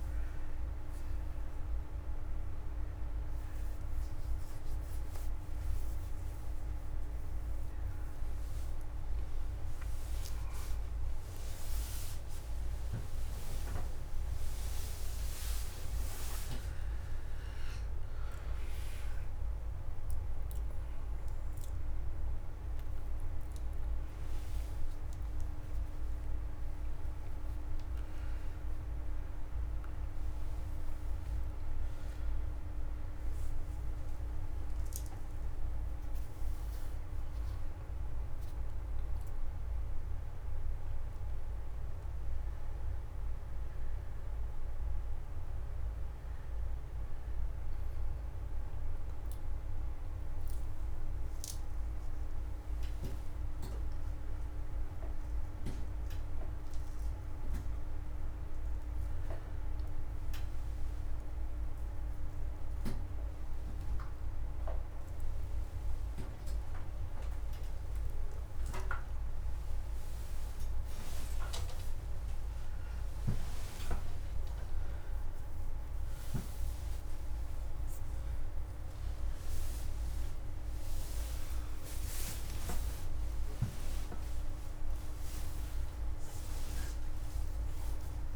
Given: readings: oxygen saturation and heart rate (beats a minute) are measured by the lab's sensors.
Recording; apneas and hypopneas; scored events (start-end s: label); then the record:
a person awake in a sleep study, hard to hear, by a room microphone; none
0.00-10.50 s: oxygen desaturation (device-marked, oxygen 87% lowest)
12.50-88.35 s: new sleep stage, awake
From the record:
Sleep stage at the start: N2 (light sleep); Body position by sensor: on the back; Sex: male